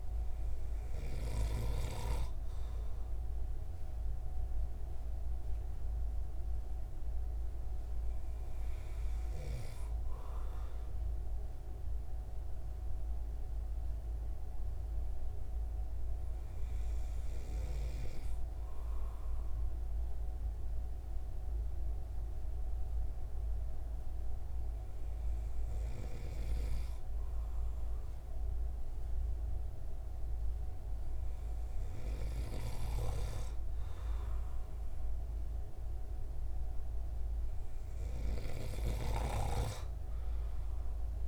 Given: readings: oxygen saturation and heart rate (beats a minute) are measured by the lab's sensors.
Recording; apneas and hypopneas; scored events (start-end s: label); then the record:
breathing in sleep by a room microphone; none
0.00-1.50 s: snoring (device-marked)
From the record:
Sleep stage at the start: N2 (light sleep); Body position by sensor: on the right side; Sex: male